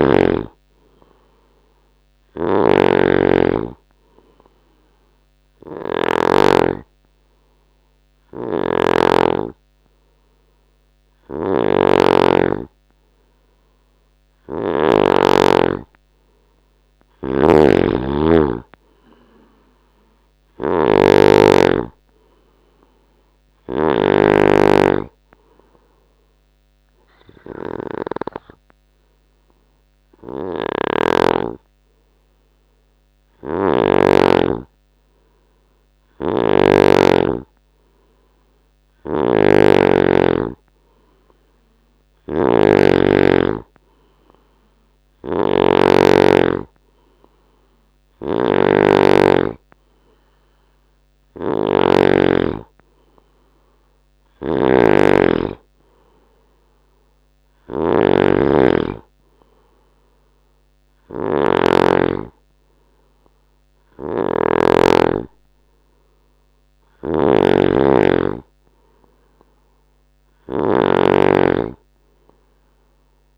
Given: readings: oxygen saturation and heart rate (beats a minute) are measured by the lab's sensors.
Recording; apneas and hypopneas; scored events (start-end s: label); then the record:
breathing in sleep by a microphone on the trachea; 2
0.00-6.50 s: snoring (device-marked)
4.50-15.00 s: obstructive apnea (oxygen 96% before, 93% lowest, heart rate 73 before, 71 extreme, up 4 after)
8.50-15.50 s: snoring (device-marked)
17.50-24.50 s: snoring (device-marked)
18.00-21.50 s: arousal
25.50-35.50 s: obstructive apnea (oxygen 96% before, 93% lowest, heart rate 74 before, 71 extreme, up 1 after)
30.50-37.00 s: snoring (device-marked)
38.50-43.00 s: arousal
39.00-62.00 s: snoring (device-marked)
64.00-73.38 s: snoring (device-marked)
From the record:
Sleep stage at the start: N2 (light sleep); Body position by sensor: on the right side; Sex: male